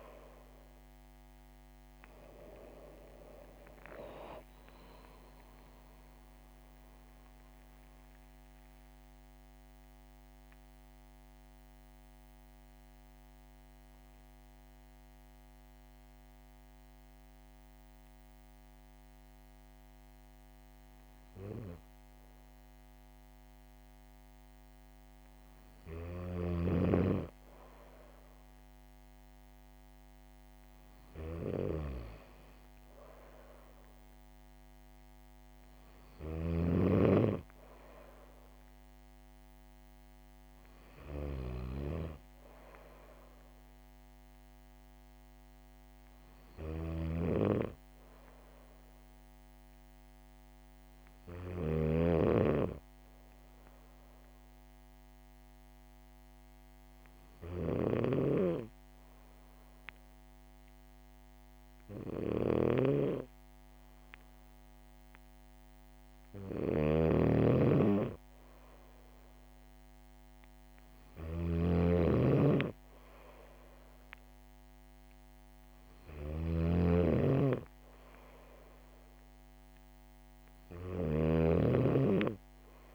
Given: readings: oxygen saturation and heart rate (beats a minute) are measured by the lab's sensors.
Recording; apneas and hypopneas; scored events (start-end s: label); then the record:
breathing in sleep by a microphone on the trachea; 2
3.50-7.50 s: arousal
15.00-27.00 s: hypopnea (oxygen 97% before, 95% lowest, heart rate 70 before, 60 extreme, up 1 after)
33.00-36.50 s: arousal
46.50-51.50 s: snoring (device-marked)
54.00-65.00 s: hypopnea (oxygen 99% before, 95% lowest, heart rate 64 before, 62 extreme, up 4 after)
57.50-82.95 s: snoring (device-marked)
66.50-70.00 s: arousal
From the record:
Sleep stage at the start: N2 (light sleep); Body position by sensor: on the back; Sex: female